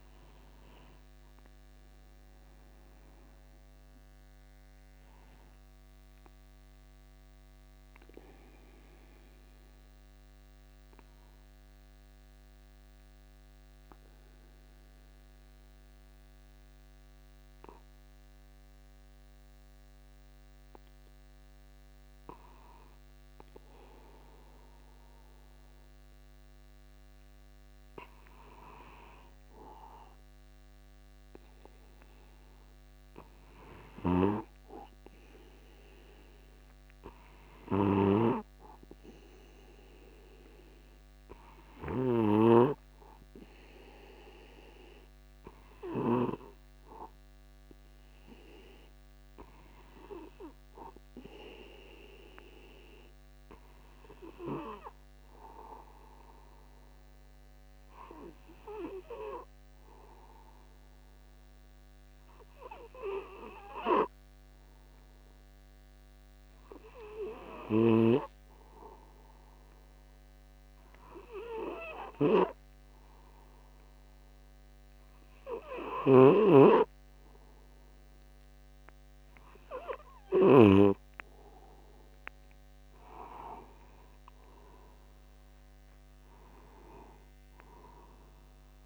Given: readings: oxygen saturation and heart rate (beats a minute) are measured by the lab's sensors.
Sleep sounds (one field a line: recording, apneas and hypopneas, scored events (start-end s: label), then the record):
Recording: breathing in sleep by a microphone on the trachea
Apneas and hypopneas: 2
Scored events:
7.50-25.50 s: oxygen desaturation (device-marked, oxygen 96% before, 93% lowest, heart rate 51 before, 50 extreme)
8.00-27.50 s: obstructive apnea (oxygen 96% before, 93% lowest, heart rate 51 before, 50 extreme, up 9 after)
22.50-24.50 s: long interval between heartbeats (device-marked, heart rate 51 before, 59 extreme)
30.50-34.00 s: arousal
40.50-42.50 s: long interval between heartbeats (device-marked, heart rate 53 before, 57 extreme)
43.50-79.00 s: obstructive apnea (oxygen 98% before, 94% lowest, heart rate 54 before, 50 extreme, up 1 after)
45.00-47.00 s: long interval between heartbeats (device-marked, heart rate 55 before, 76 extreme)
68.00-81.00 s: snoring (device-marked)
82.50-86.50 s: arousal
From the record:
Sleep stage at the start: N2 (light sleep)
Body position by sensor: upright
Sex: male